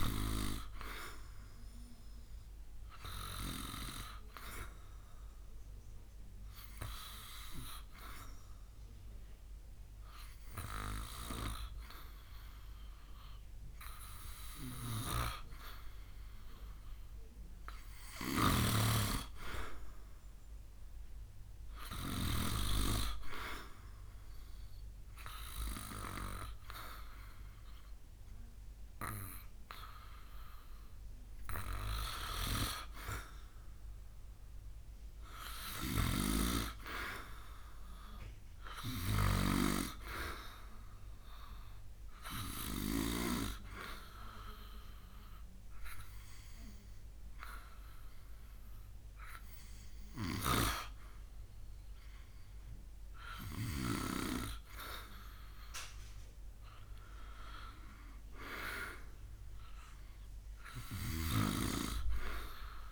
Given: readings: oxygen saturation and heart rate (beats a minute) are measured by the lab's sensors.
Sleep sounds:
breathing in sleep by a room microphone; 2
0.00-1.50 s: oxygen desaturation (device-marked, oxygen 90% lowest, heart rate 69 extreme)
4.50-16.00 s: obstructive apnea (oxygen 95% before, 91% lowest, heart rate 72 before, 68 extreme, up 0 after)
19.50-23.50 s: arousal
35.50-39.00 s: snoring (device-marked)
44.50-55.00 s: obstructive apnea (oxygen 95% before, 91% lowest, heart rate 70 before, 63 extreme, up 2 after)
50.50-54.50 s: oxygen desaturation (device-marked, oxygen 95% before, 92% lowest, heart rate 71 before, 63 extreme)
58.50-62.00 s: arousal
From the record:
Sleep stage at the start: N2 (light sleep); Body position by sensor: on the back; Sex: male

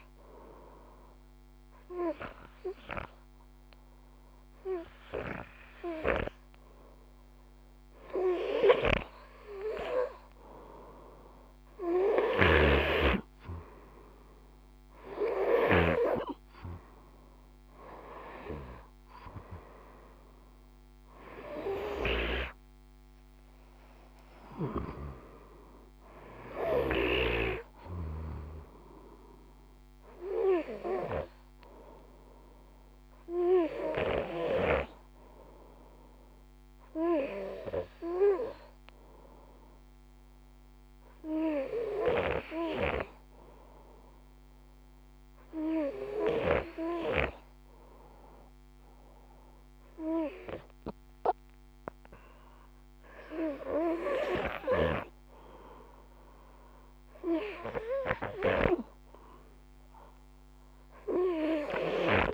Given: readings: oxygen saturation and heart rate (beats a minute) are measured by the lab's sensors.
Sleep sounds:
breathing in sleep by a microphone on the trachea; none
11.00-15.00 s: snoring (device-marked)
From the record:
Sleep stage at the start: N2 (light sleep); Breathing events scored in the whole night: 273 in 4.9 hours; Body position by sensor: on the right side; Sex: male

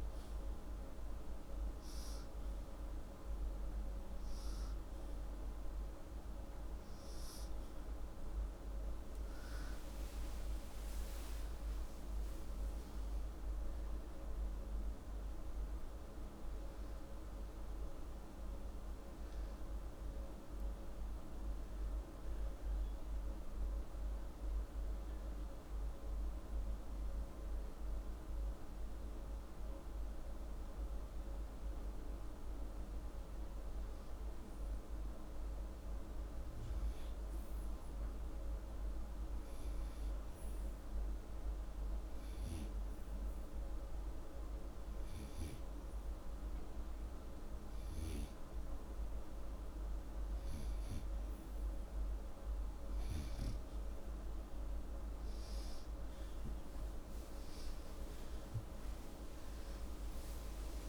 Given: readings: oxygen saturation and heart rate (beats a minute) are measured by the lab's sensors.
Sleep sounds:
breathing in sleep, hard to hear, by a room microphone; 1
10.00-15.00 s: arousal
23.00-34.00 s: obstructive apnea (oxygen 96% before, 94% lowest)
38.00-42.00 s: arousal
59.50-60.89 s: arousal
From the record:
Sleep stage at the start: N2 (light sleep); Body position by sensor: upright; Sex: male

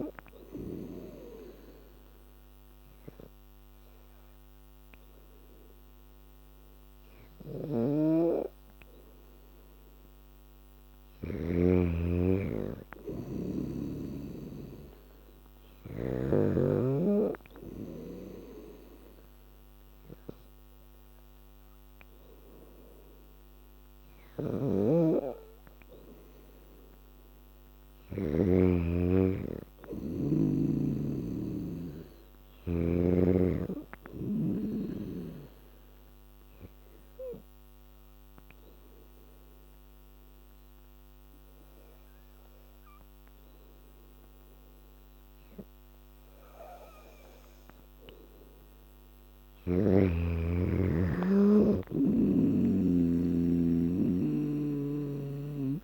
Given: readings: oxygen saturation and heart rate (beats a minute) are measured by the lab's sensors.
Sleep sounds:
breathing in sleep by a microphone on the trachea; 1
7.50-11.50 s: snoring (device-marked)
24.00-28.50 s: snoring (device-marked)
27.00-31.00 s: arousal
37.00-48.00 s: obstructive apnea (oxygen 97% before, 90% lowest, heart rate 85 before, 77 extreme, up 2 after)
46.00-55.84 s: new sleep stage, N2 (light sleep)
49.50-53.00 s: arousal
54.00-55.84 s: oxygen desaturation (device-marked, oxygen 97% before, 90% lowest, heart rate 82 before, 77 extreme)
From the record:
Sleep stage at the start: N3 (deep sleep); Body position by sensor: on the back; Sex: female

